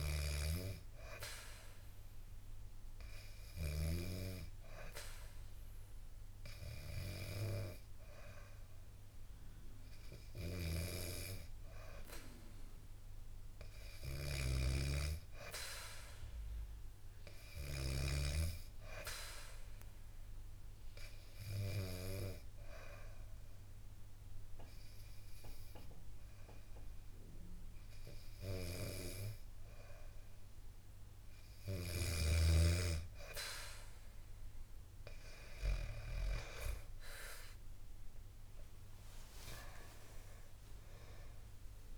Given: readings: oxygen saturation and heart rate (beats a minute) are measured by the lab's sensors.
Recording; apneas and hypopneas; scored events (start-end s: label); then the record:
breathing in sleep by a room microphone; 2
2.50-12.50 s: hypopnea (oxygen 96% before, 92% lowest, heart rate 69 before, 69 extreme, up 3 after)
14.00-17.00 s: arousal
14.00-18.00 s: snoring (device-marked)
21.00-31.00 s: obstructive apnea (oxygen 96% before, 92% lowest, heart rate 70 before, 60 extreme, up 2 after)
38.00-41.98 s: arousal
40.00-41.98 s: oxygen desaturation (device-marked, oxygen 96% before, 92% lowest, heart rate 72 before, 60 extreme)
From the record:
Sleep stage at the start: N2 (light sleep); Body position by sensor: on the back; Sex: female